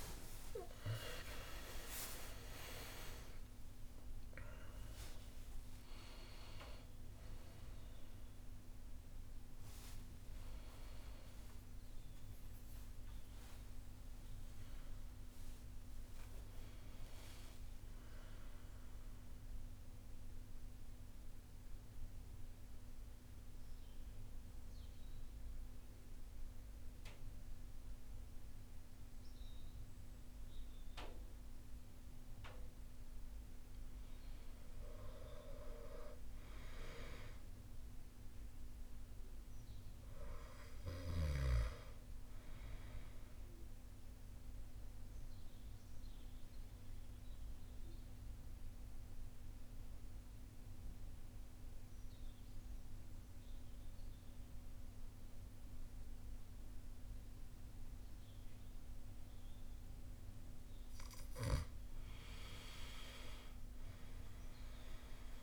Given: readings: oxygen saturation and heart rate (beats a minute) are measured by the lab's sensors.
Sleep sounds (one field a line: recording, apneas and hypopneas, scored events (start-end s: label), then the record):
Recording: breathing in sleep by a room microphone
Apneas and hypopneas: 2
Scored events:
0.00-25.50 s: oxygen desaturation (device-marked, oxygen 70% lowest, heart rate 52 extreme)
19.50-32.00 s: central apnea (oxygen 85% before, 72% lowest, heart rate 85 before, 52 extreme, up 5 after)
34.50-38.00 s: arousal
38.50-55.50 s: oxygen desaturation (device-marked, oxygen 100% before, 89% lowest, heart rate 59 before, 49 extreme)
43.50-60.50 s: mixed apnea (oxygen 100% before, 87% lowest, heart rate 55 before, 49 extreme, up 7 after)
62.50-65.42 s: arousal
From the record:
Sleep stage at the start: N2 (light sleep)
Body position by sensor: on the right side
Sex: male